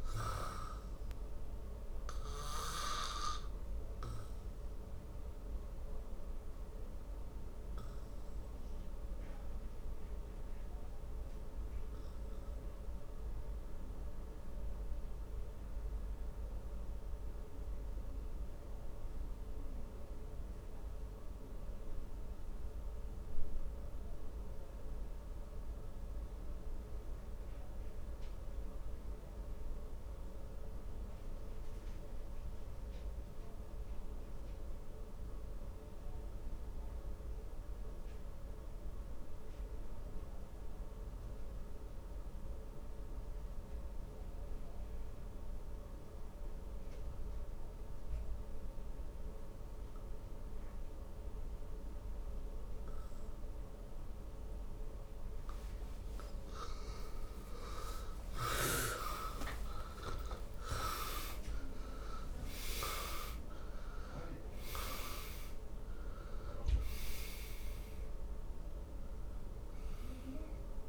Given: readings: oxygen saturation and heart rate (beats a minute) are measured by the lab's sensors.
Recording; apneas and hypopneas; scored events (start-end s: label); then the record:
breathing in sleep by a room microphone; 1
3.00-57.00 s: obstructive apnea (oxygen 99% before, 87% lowest, heart rate 56 before, 51 extreme, up 46 after)
21.00-33.00 s: oxygen desaturation (device-marked, oxygen 97% before, 87% lowest, heart rate 54 before, 52 extreme)
49.00-63.00 s: oxygen desaturation (device-marked, oxygen 97% before, 93% lowest, heart rate 53 before, 55 extreme)
58.00-62.00 s: arousal
From the record:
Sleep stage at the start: N2 (light sleep); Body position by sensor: on the back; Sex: male